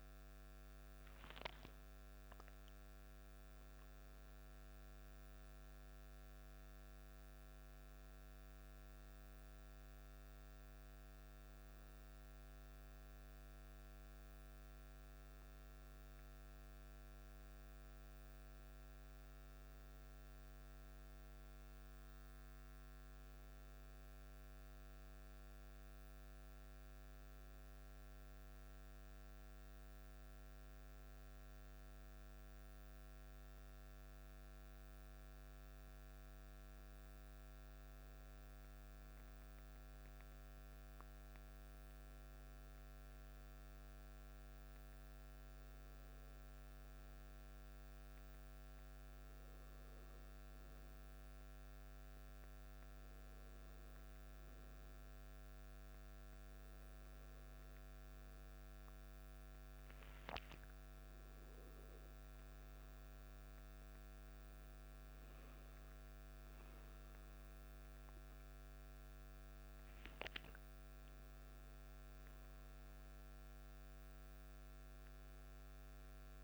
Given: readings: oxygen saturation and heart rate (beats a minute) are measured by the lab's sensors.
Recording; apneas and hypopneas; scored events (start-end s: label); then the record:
breathing in sleep, hard to hear, by a microphone on the trachea; 1
36.00-66.00 s: new sleep stage, N2 (light sleep)
49.50-62.00 s: hypopnea (oxygen 98% before, 94% lowest, heart rate 53 before, 52 extreme, up 4 after)
63.50-69.00 s: arousal
66.00-76.44 s: new sleep stage, N1 (lightest sleep)
From the record:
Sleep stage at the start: N1 (lightest sleep); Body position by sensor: on the back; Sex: male